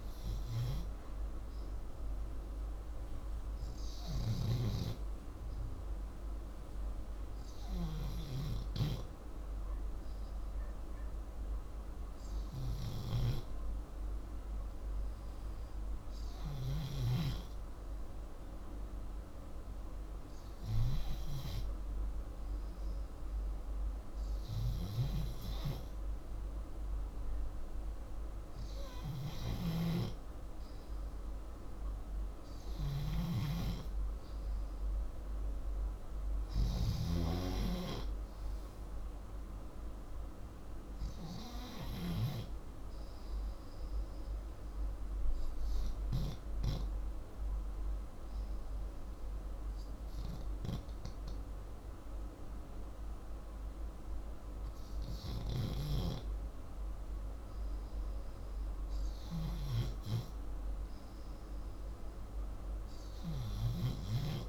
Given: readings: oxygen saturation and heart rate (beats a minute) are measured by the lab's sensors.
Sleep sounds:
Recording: breathing in sleep by a room microphone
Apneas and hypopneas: 1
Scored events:
6.50-19.00 s: hypopnea (oxygen 96% before, 86% lowest, heart rate 133 before, 89 extreme, up 38 after)
19.50-23.00 s: arousal
26.00-59.00 s: oxygen desaturation (device-marked, oxygen 96% before, 86% lowest, heart rate 155 before, 45 extreme)
From the record:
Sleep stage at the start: REM sleep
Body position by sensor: upright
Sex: male

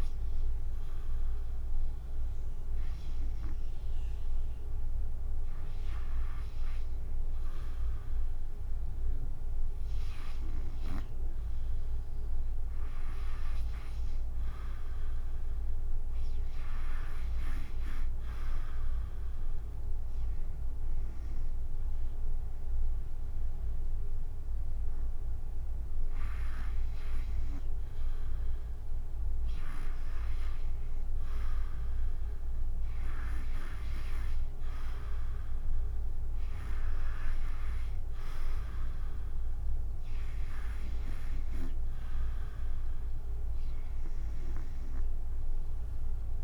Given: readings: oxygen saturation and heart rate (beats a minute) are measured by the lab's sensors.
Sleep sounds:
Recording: breathing in sleep by a room microphone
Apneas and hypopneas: none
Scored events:
0.00-4.50 s: oxygen desaturation (device-marked, oxygen 87% lowest, heart rate 64 extreme)
From the record:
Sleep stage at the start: REM sleep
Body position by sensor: on the back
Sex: female

